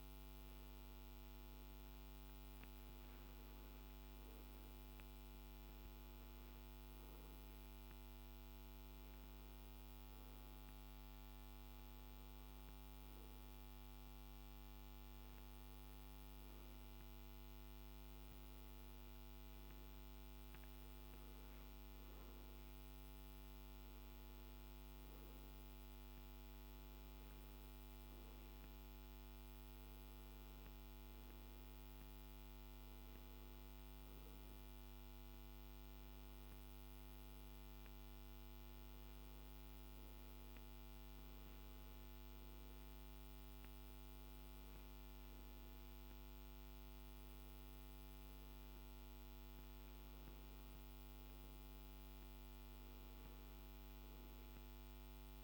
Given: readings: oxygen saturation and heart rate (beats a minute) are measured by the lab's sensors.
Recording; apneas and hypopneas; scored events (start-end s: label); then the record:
breathing in sleep, hard to hear, by a microphone on the trachea; none
none scored
From the record:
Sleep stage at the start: N1 (lightest sleep); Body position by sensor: on the back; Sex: male